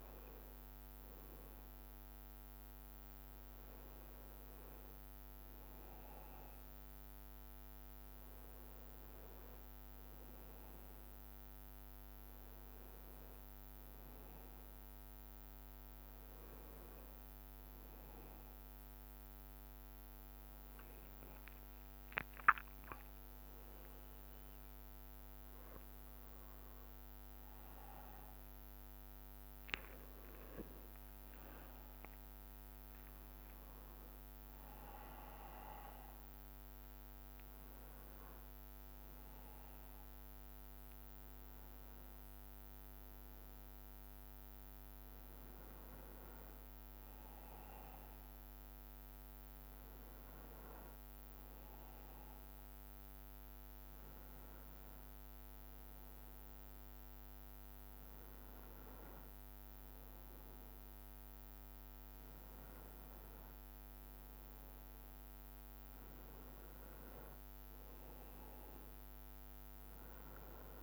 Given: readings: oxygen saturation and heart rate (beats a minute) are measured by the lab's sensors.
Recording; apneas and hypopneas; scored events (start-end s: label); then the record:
breathing in sleep, hard to hear, by a microphone on the trachea; none
30.00-35.00 s: arousal
From the record:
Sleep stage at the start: N1 (lightest sleep); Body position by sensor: on the back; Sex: male